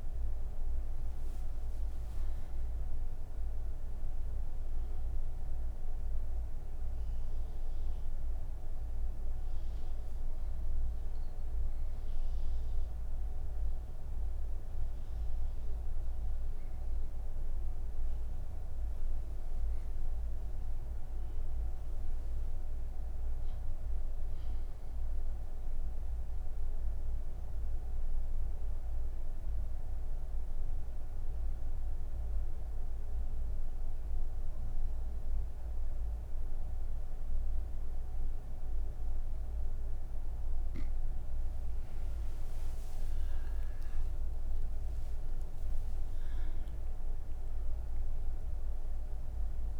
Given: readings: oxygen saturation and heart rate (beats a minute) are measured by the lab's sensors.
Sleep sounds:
breathing in sleep, hard to hear, by a room microphone; 1
26.00-40.00 s: obstructive apnea (oxygen 99% before, 93% lowest)
From the record:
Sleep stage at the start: N3 (deep sleep); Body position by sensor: on the right side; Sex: female

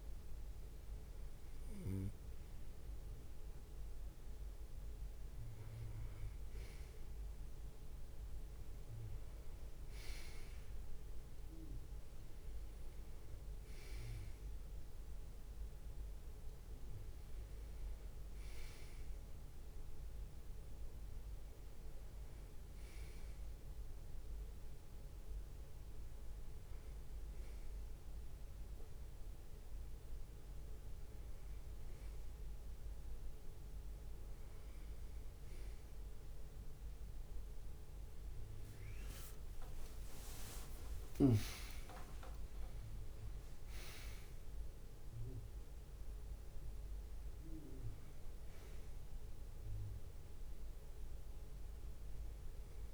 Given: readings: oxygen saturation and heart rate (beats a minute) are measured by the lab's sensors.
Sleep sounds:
breathing in sleep by a room microphone; none
0.00-33.50 s: bradycardia (device-marked)
36.50-52.93 s: bradycardia (device-marked)
38.50-46.00 s: leg movement (device-marked)
39.50-44.50 s: arousal
42.50-44.50 s: long interval between heartbeats (device-marked)
From the record:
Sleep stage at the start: REM sleep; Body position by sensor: on the right side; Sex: male

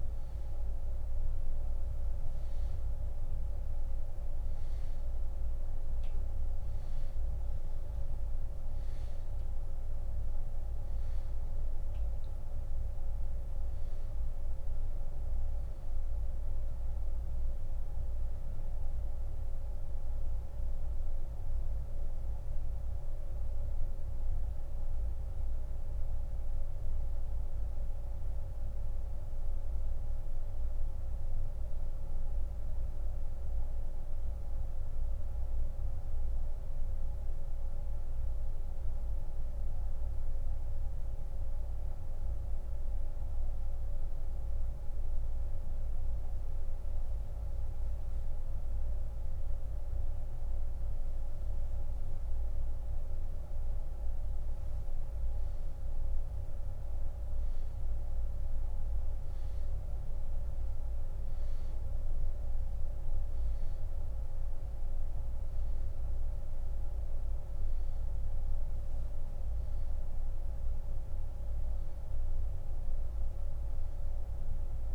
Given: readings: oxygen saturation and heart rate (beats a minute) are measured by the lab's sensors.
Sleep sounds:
breathing in sleep, hard to hear, by a room microphone; 1
11.00-43.00 s: oxygen desaturation (device-marked, oxygen 98% before, 92% lowest)
26.00-48.00 s: obstructive apnea (oxygen 98% before, 91% lowest)
49.50-53.50 s: arousal
72.00-74.95 s: oxygen desaturation (device-marked, oxygen 96% before, 91% lowest)
From the record:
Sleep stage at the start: N2 (light sleep); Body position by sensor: on the back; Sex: male

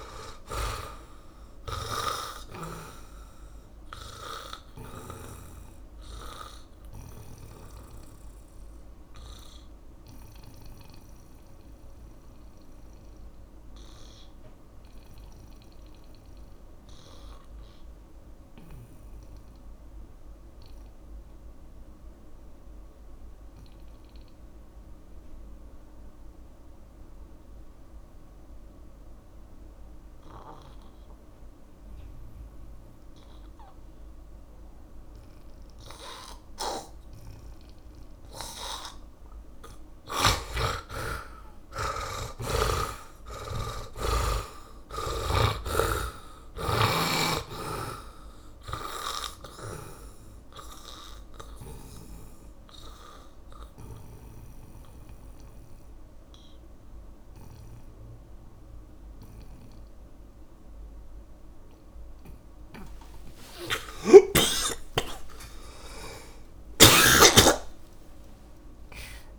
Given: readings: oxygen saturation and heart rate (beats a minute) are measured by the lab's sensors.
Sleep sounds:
breathing in sleep by a room microphone; 2
0.00-3.50 s: snoring (device-marked)
0.00-25.50 s: oxygen desaturation (device-marked, oxygen 74% lowest, heart rate 46 extreme)
4.50-39.50 s: mixed apnea (oxygen 100% before, 73% lowest, heart rate 55 before, 50 extreme, up 20 after)
27.50-69.39 s: oxygen desaturation (device-marked, oxygen 100% before, 73% lowest, heart rate 67 before, 50 extreme)
41.00-46.00 s: arousal
50.50-63.00 s: mixed apnea (oxygen 100% before, 73% lowest, heart rate 60 before, 63 extreme, up 23 after)
54.50-69.39 s: new sleep stage, awake
From the record:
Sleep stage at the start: N2 (light sleep); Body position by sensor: on the back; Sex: male

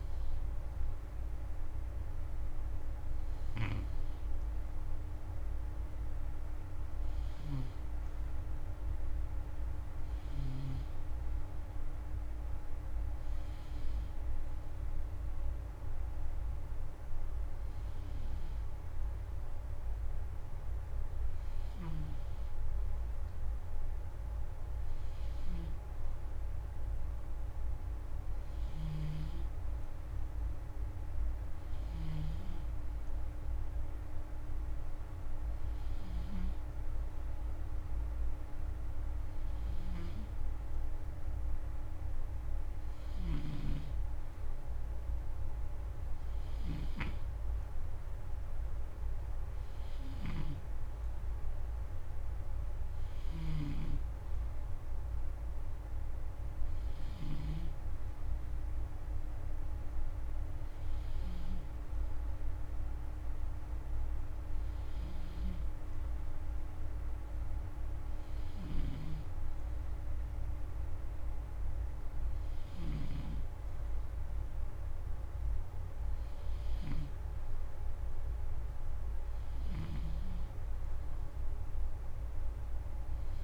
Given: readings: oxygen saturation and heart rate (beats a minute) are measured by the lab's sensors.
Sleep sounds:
breathing in sleep, hard to hear, by a room microphone; none
7.00-10.50 s: snoring (device-marked)
21.00-83.44 s: snoring (device-marked)
From the record:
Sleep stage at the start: N2 (light sleep); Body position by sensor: on the front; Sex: male

